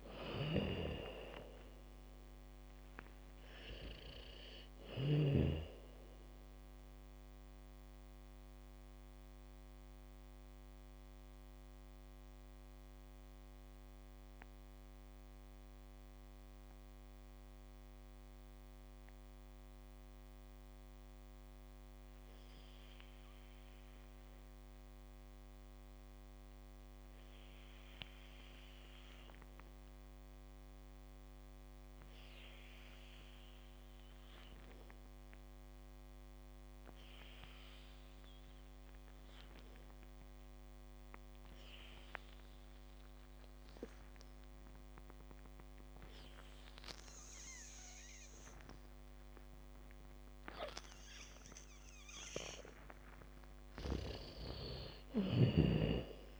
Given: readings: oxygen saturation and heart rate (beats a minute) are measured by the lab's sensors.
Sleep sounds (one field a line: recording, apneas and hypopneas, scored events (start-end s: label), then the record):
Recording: breathing in sleep by a microphone on the trachea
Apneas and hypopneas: 1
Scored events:
0.00-22.50 s: oxygen desaturation (device-marked, oxygen 77% lowest, heart rate 46 extreme)
8.00-51.00 s: mixed apnea (oxygen 98% before, 77% lowest, heart rate 59 before, 52 extreme, up 11 after)
33.50-56.40 s: oxygen desaturation (device-marked, oxygen 99% before, 81% lowest, heart rate 73 before, 34 extreme)
46.50-54.50 s: bradycardia (device-marked, heart rate 69 before, 56 extreme)
53.50-56.40 s: arousal
54.00-56.40 s: snoring (device-marked)
From the record:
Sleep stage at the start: N2 (light sleep)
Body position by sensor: on the back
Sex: female